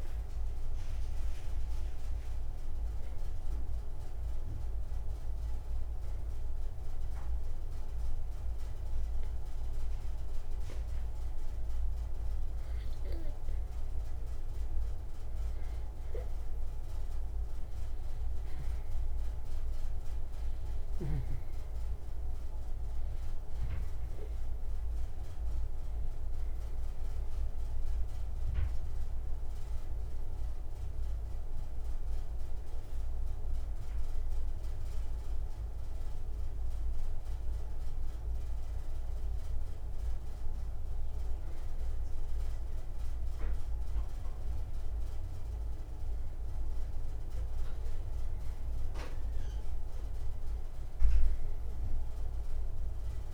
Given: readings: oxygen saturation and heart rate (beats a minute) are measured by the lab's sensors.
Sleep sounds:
breathing in sleep, hard to hear, by a room microphone; 2
0.00-12.00 s: oxygen desaturation (device-marked, oxygen 91% lowest, heart rate 58 extreme)
1.50-14.00 s: obstructive apnea (oxygen 96% before, 91% lowest, heart rate 61 before, 59 extreme, up 5 after)
19.50-24.50 s: arousal
35.00-46.50 s: obstructive apnea (oxygen 97% before, 91% lowest, heart rate 63 before, 59 extreme, up 4 after)
49.00-53.34 s: oxygen desaturation (device-marked, oxygen 95% before, 91% lowest, heart rate 61 before, 59 extreme)
49.50-53.34 s: arousal
From the record:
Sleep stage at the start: N2 (light sleep); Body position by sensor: on the back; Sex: male

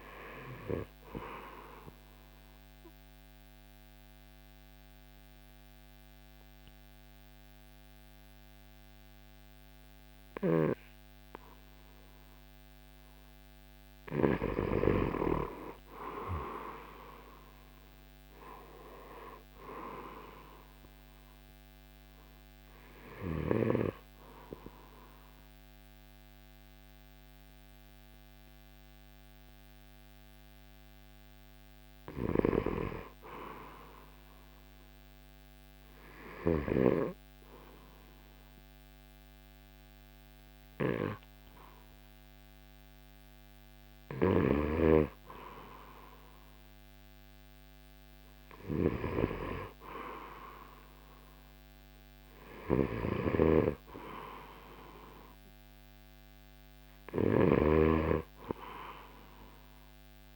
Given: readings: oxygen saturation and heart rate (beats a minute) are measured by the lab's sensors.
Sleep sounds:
breathing in sleep by a microphone on the trachea; 2
1.50-14.00 s: obstructive apnea (oxygen 94% before, 92% lowest, heart rate 68 before, 58 extreme, up 16 after)
17.00-21.50 s: arousal
18.00-29.00 s: drop in pulse transit time (device-marked, heart rate 67 before, 58 extreme)
34.00-45.00 s: hypopnea (oxygen 95% before, 91% lowest, heart rate 67 before, 60 extreme, up 0 after)
47.50-51.50 s: arousal
57.00-60.35 s: oxygen desaturation (device-marked, oxygen 95% before, 92% lowest, heart rate 65 before, 57 extreme)
From the record:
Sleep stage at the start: N2 (light sleep); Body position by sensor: on the right side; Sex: male

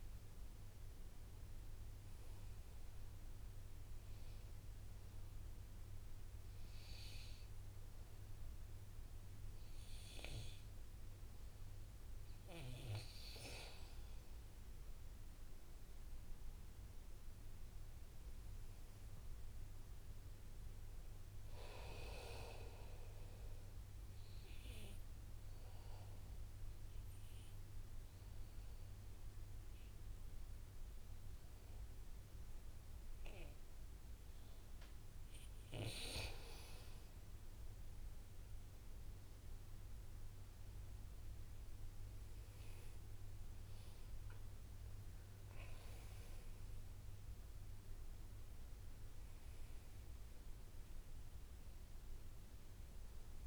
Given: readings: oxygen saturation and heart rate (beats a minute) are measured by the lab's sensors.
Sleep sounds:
breathing in sleep by a room microphone; 2
0.00-10.50 s: oxygen desaturation (device-marked, oxygen 91% lowest, heart rate 57 extreme)
3.50-14.00 s: obstructive apnea (oxygen 99% before, 91% lowest, heart rate 66 before, 57 extreme, up 3 after)
16.00-20.50 s: arousal
25.50-36.50 s: obstructive apnea (oxygen 98% before, 92% lowest, heart rate 62 before, 62 extreme, up 4 after)
39.00-44.00 s: arousal
43.50-53.47 s: oxygen desaturation (device-marked, oxygen 98% before, 92% lowest, heart rate 61 before, 58 extreme)
From the record:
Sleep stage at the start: N2 (light sleep); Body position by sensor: on the back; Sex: male

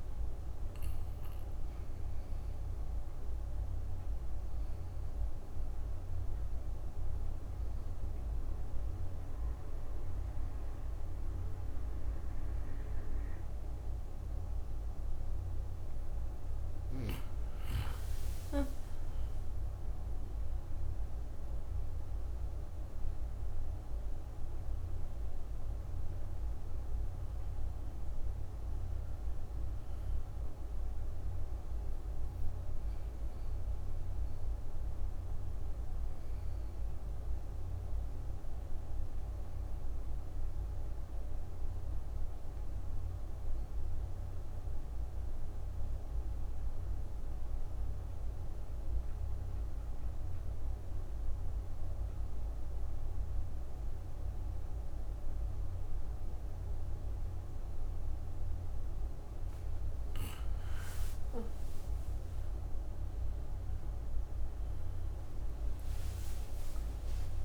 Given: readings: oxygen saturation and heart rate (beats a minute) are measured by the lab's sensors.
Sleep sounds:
breathing in sleep, hard to hear, by a room microphone; 2
1.50-15.00 s: obstructive apnea (oxygen 97% before, 84% lowest, heart rate 68 before, 63 extreme, up 5 after)
18.00-24.50 s: arousal
21.00-46.00 s: oxygen desaturation (device-marked, oxygen 94% before, 85% lowest, heart rate 68 before, 62 extreme)
31.00-59.00 s: obstructive apnea (oxygen 96% before, 82% lowest, heart rate 67 before, 61 extreme, up 29 after)
58.00-67.44 s: oxygen desaturation (device-marked, oxygen 98% before, 82% lowest, heart rate 66 before, 59 extreme)
65.50-67.44 s: arousal
From the record:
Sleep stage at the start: N2 (light sleep); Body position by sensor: on the back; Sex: female

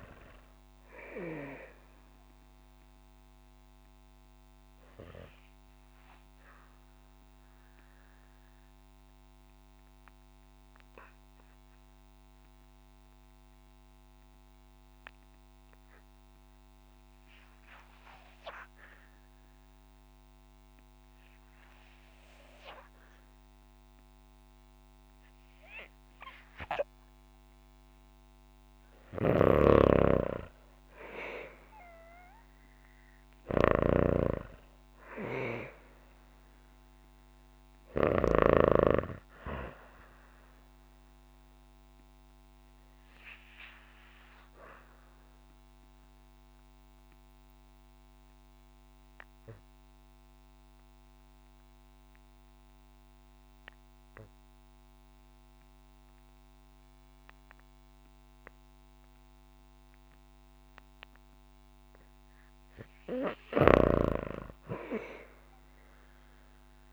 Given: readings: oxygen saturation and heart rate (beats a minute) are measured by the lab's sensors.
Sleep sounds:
breathing in sleep by a microphone on the trachea; 2
0.00-17.00 s: oxygen desaturation (device-marked, oxygen 80% lowest, heart rate 53 extreme)
1.00-27.00 s: obstructive apnea (oxygen 97% before, 80% lowest, heart rate 59 before, 57 extreme, up 1 after)
28.50-32.50 s: arousal
28.50-37.50 s: snoring (device-marked)
29.00-51.00 s: oxygen desaturation (device-marked, oxygen 98% before, 87% lowest, heart rate 62 before, 56 extreme)
40.00-62.00 s: obstructive apnea (oxygen 99% before, 87% lowest, heart rate 60 before, 56 extreme, up 2 after)
64.00-66.93 s: arousal
65.00-66.93 s: oxygen desaturation (device-marked, oxygen 98% before, 87% lowest, heart rate 60 before, 56 extreme)
From the record:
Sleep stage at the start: REM sleep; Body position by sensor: on the back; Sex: female

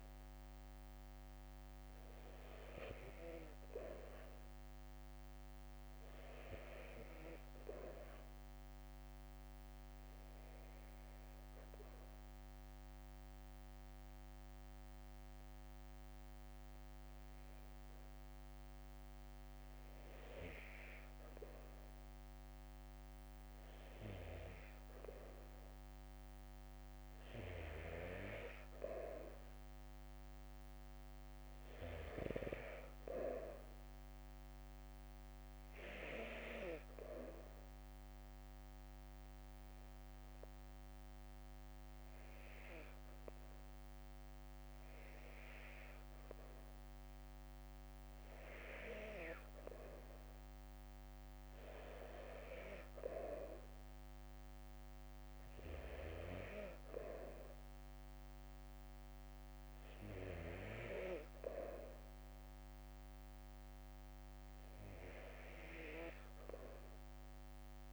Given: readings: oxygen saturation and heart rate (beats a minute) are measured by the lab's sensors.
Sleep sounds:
breathing in sleep by a microphone on the trachea; 2
0.00-2.00 s: drop in pulse transit time (device-marked, heart rate 48 extreme)
0.00-4.00 s: arousal
0.00-36.00 s: bradycardia (device-marked, heart rate 48 extreme)
11.00-22.00 s: hypopnea (oxygen 97% before, 91% lowest, heart rate 49 before, 51 extreme, up 1 after)
22.50-26.50 s: arousal
38.50-49.50 s: hypopnea (oxygen 97% before, 90% lowest, heart rate 53 before, 59 extreme, up 0 after)
42.00-58.00 s: oxygen desaturation (device-marked, oxygen 97% before, 93% lowest, heart rate 55 before, 59 extreme)
50.00-58.00 s: bradycardia (device-marked, heart rate 57 before, 59 extreme)
52.50-56.50 s: arousal
64.00-67.93 s: oxygen desaturation (device-marked, oxygen 94% before, 91% lowest, heart rate 60 before, 58 extreme)
From the record:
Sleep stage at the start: N2 (light sleep); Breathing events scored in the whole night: 122 in 4.0 hours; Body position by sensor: on the back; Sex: male

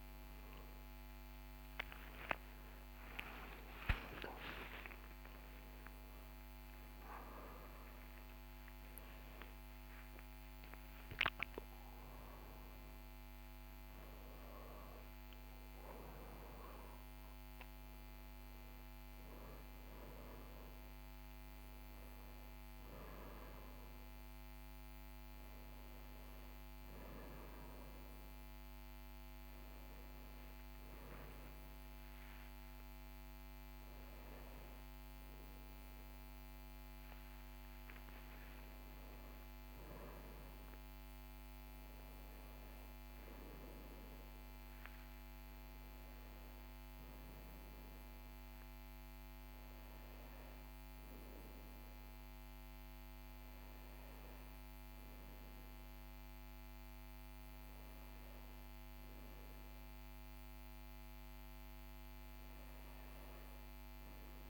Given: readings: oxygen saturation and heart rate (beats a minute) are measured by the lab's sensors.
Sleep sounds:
a person awake in a sleep study, by a microphone on the trachea; none
54.50-64.50 s: new sleep stage, N1 (lightest sleep)
From the record:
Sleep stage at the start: awake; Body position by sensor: on the back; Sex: male

